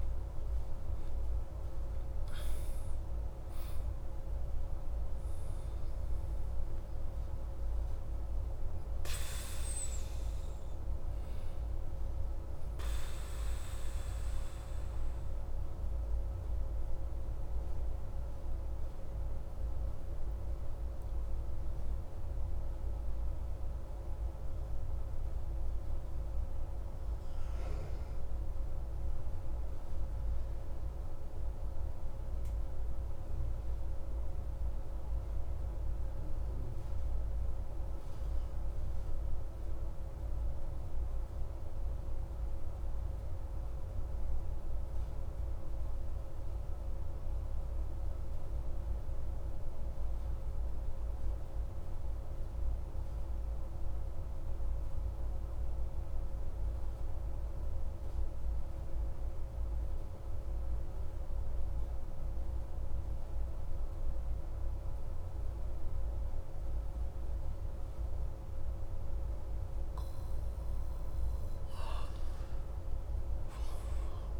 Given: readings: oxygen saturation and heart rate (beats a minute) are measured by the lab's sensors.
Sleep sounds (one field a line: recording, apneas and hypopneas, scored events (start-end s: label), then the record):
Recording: breathing in sleep, hard to hear, by a room microphone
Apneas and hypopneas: 1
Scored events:
0.00-2.50 s: arousal
4.00-36.00 s: oxygen desaturation (device-marked, oxygen 95% before, 91% lowest)
15.50-69.50 s: obstructive apnea (oxygen 96% before, 90% lowest)
60.00-74.40 s: oxygen desaturation (device-marked, oxygen 98% before, 90% lowest)
From the record:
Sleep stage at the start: N2 (light sleep)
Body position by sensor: on the back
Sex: male